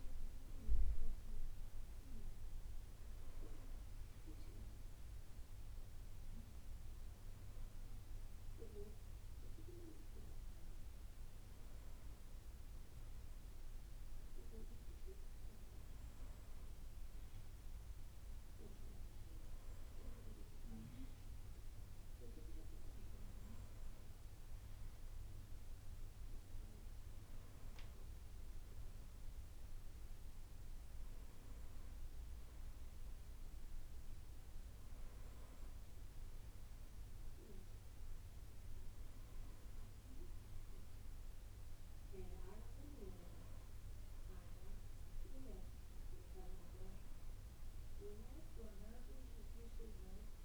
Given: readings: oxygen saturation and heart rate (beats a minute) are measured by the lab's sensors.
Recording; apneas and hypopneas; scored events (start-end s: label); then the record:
a person awake in a sleep study, by a room microphone; none
none scored
From the record:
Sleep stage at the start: awake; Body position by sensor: on the back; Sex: male